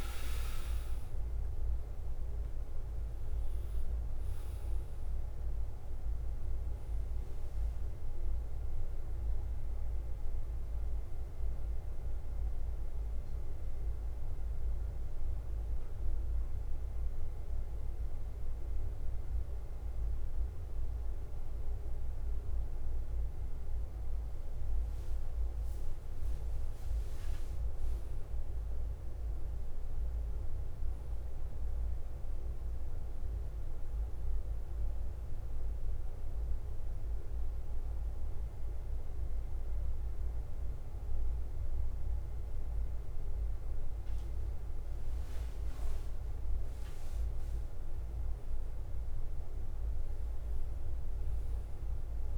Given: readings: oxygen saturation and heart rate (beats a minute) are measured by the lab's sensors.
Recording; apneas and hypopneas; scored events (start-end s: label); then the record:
breathing in sleep, hard to hear, by a room microphone; 2
0.00-1.00 s: bradycardia (device-marked, heart rate 40 extreme)
4.00-14.00 s: oxygen desaturation (device-marked, oxygen 98% before, 95% lowest, heart rate 48 before, 43 extreme)
5.00-52.38 s: bradycardia (device-marked, heart rate 50 before, 43 extreme)
11.50-25.00 s: central apnea (oxygen 99% before, 94% lowest, heart rate 54 before, 43 extreme, up 7 after)
23.00-34.00 s: oxygen desaturation (device-marked, oxygen 97% before, 94% lowest, heart rate 51 before, 47 extreme)
25.50-29.00 s: arousal
34.50-47.00 s: obstructive apnea (oxygen 97% before, 98% lowest, heart rate 47 before, 47 extreme, up 4 after)
50.50-52.38 s: arousal
From the record:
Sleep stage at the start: N2 (light sleep); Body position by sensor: on the back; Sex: male